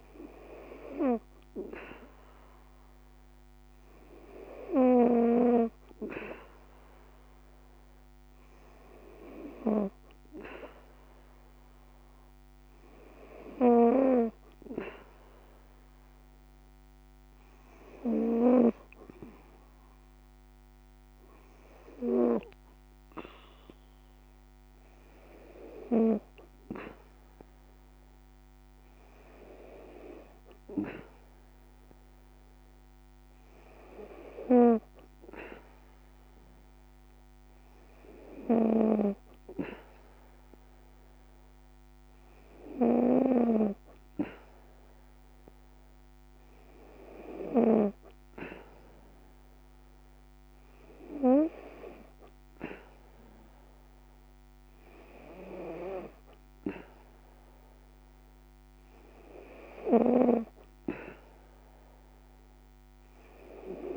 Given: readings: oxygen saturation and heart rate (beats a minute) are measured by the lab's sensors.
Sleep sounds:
breathing in sleep by a microphone on the trachea; none
none scored
From the record:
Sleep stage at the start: N2 (light sleep); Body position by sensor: on the back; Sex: female

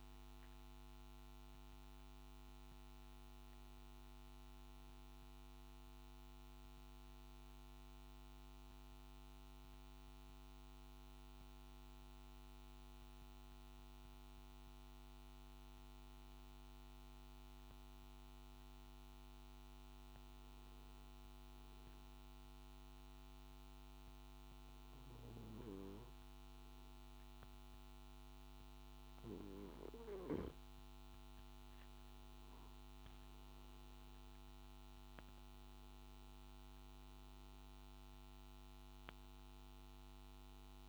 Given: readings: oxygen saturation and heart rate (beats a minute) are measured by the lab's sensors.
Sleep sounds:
breathing in sleep, hard to hear, by a microphone on the trachea; 1
13.00-29.50 s: hypopnea (oxygen 96% before, 93% lowest, heart rate 58 before, 54 extreme, up 9 after)
From the record:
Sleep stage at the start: N3 (deep sleep); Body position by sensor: on the back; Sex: male

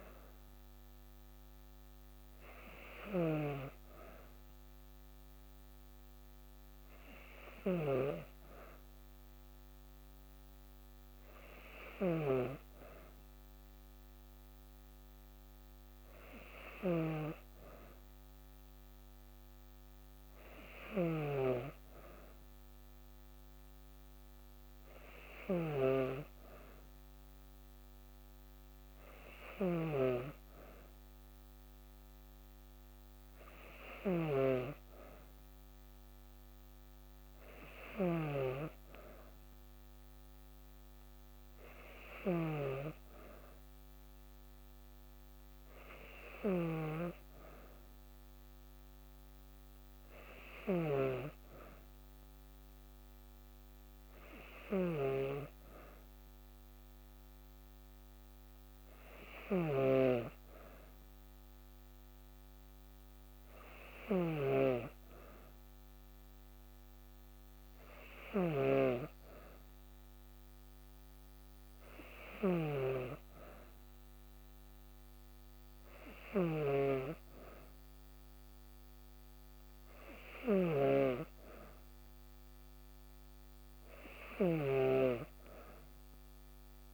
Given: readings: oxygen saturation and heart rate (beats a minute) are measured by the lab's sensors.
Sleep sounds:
breathing in sleep by a microphone on the trachea; none
0.00-86.94 s: snoring (device-marked)
From the record:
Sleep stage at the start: N2 (light sleep); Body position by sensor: on the back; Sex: female

